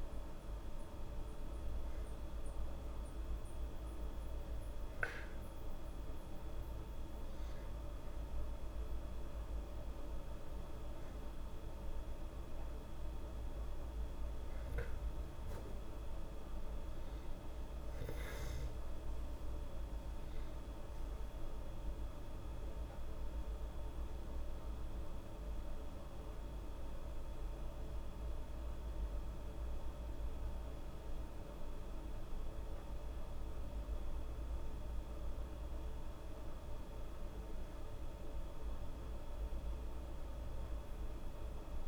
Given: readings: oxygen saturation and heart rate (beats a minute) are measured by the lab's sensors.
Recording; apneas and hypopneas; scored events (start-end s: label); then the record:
breathing in sleep, hard to hear, by a room microphone; none
none scored
From the record:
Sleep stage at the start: N2 (light sleep); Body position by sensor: on the back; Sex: female